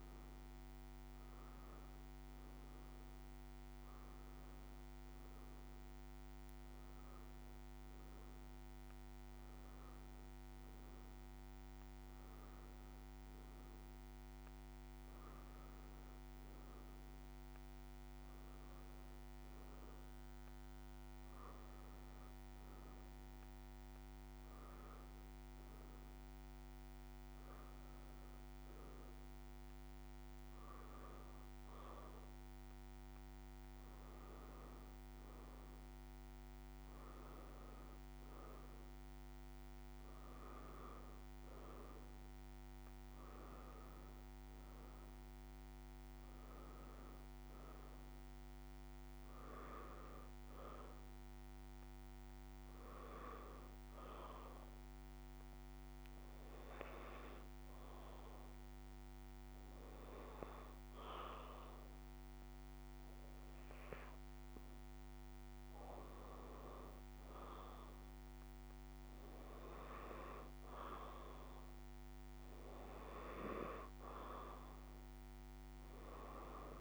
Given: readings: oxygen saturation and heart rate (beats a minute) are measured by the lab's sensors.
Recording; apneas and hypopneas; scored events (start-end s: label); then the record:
breathing in sleep by a microphone on the trachea; 1
25.50-76.81 s: new sleep stage, N2 (light sleep)
41.00-45.00 s: arousal
47.50-62.50 s: hypopnea (oxygen 92% before, 87% lowest, heart rate 68 before, 66 extreme, up 2 after)
65.00-69.50 s: arousal
72.50-76.81 s: oxygen desaturation (device-marked, oxygen 92% before, 87% lowest, heart rate 67 before, 67 extreme)
From the record:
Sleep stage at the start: N1 (lightest sleep); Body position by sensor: on the right side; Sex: female